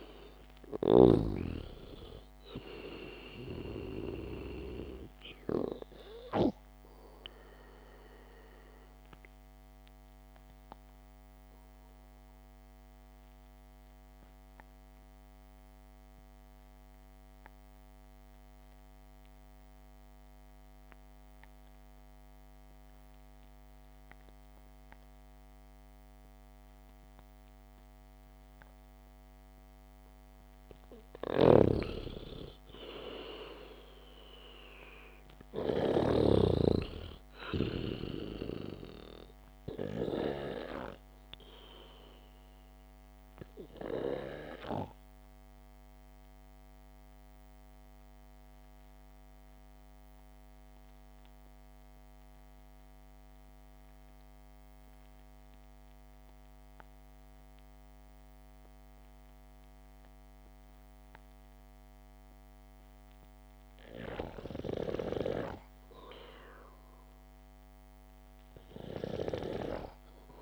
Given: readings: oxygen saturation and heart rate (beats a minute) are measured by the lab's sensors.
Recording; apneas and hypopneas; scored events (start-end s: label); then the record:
breathing in sleep by a microphone on the trachea; 2
0.00-1.50 s: snoring (device-marked)
0.00-25.00 s: oxygen desaturation (device-marked, oxygen 92% lowest, heart rate 58 extreme)
8.00-30.00 s: obstructive apnea (oxygen 99% before, 89% lowest, heart rate 66 before, 60 extreme, up 0 after)
15.00-70.42 s: new sleep stage, REM sleep
31.50-37.00 s: snoring (device-marked)
32.00-36.00 s: arousal
38.00-50.00 s: oxygen desaturation (device-marked, oxygen 98% before, 93% lowest, heart rate 65 before, 61 extreme)
43.00-63.00 s: obstructive apnea (oxygen 98% before, 89% lowest, heart rate 65 before, 61 extreme, up 0 after)
52.00-59.00 s: oxygen desaturation (device-marked, oxygen 95% before, 89% lowest, heart rate 65 before, 61 extreme)
65.00-69.00 s: arousal
From the record:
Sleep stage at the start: N2 (light sleep); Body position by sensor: on the back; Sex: male